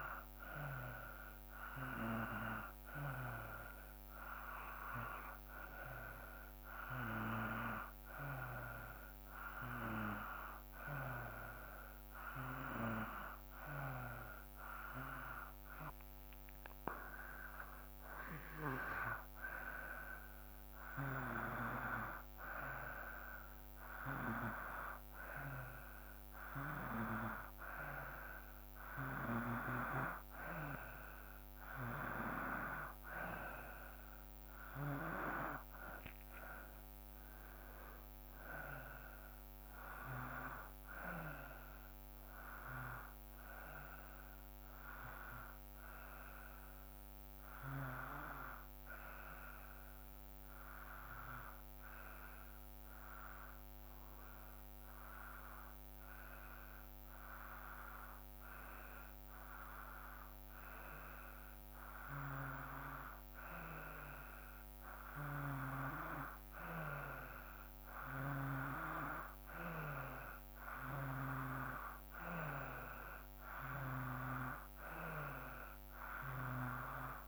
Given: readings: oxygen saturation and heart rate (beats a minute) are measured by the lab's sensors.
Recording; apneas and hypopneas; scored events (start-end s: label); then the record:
breathing in sleep by a microphone on the trachea; 1
36.50-38.50 s: long interval between heartbeats (device-marked, heart rate 59 before, 70 extreme)
48.50-60.00 s: hypopnea (oxygen 94% before, 92% lowest, heart rate 62 before, 57 extreme, up 2 after)
63.00-66.00 s: arousal
From the record:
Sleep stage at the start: N2 (light sleep); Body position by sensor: on the back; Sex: male